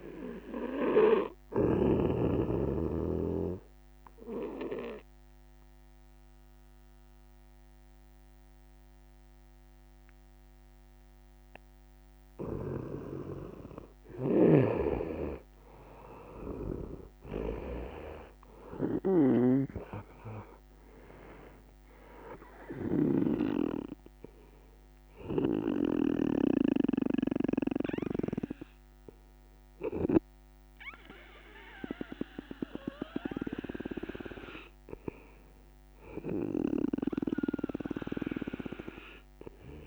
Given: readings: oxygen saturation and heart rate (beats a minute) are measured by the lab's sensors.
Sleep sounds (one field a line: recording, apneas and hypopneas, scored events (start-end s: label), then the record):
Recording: breathing in sleep by a microphone on the trachea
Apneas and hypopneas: 1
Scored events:
0.00-2.00 s: snoring (device-marked)
0.50-17.50 s: oxygen desaturation (device-marked, oxygen 97% before, 91% lowest, heart rate 72 before, 72 extreme)
1.00-13.50 s: obstructive apnea (oxygen 98% before, 91% lowest, heart rate 72 before, 72 extreme, up 2 after)
14.00-23.00 s: snoring (device-marked)
16.50-20.50 s: arousal
23.50-39.87 s: oxygen desaturation (device-marked, oxygen 97% before, 92% lowest, heart rate 74 before, 71 extreme)
From the record:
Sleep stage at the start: N2 (light sleep)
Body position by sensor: on the right side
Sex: male